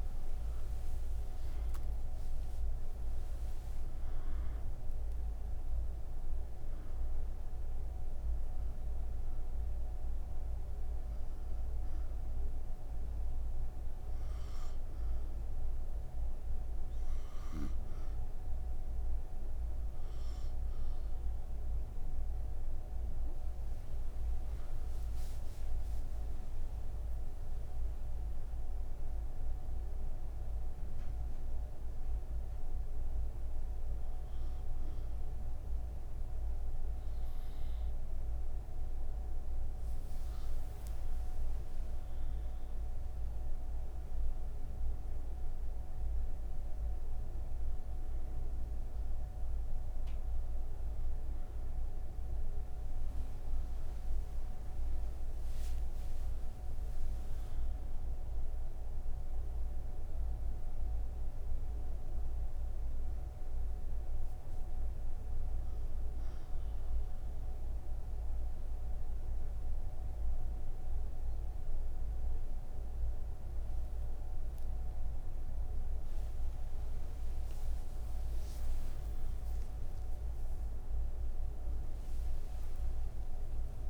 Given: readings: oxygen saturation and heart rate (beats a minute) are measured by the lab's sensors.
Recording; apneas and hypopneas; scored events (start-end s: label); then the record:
breathing in sleep, hard to hear, by a room microphone; 2
31.50-41.50 s: hypopnea (oxygen 97% before, 93% lowest, heart rate 62 before, 59 extreme, up 2 after)
67.00-78.00 s: obstructive apnea (oxygen 96% before, 94% lowest, heart rate 64 before, 36 extreme, up 4 after)
From the record:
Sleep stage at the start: N3 (deep sleep); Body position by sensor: on the right side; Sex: female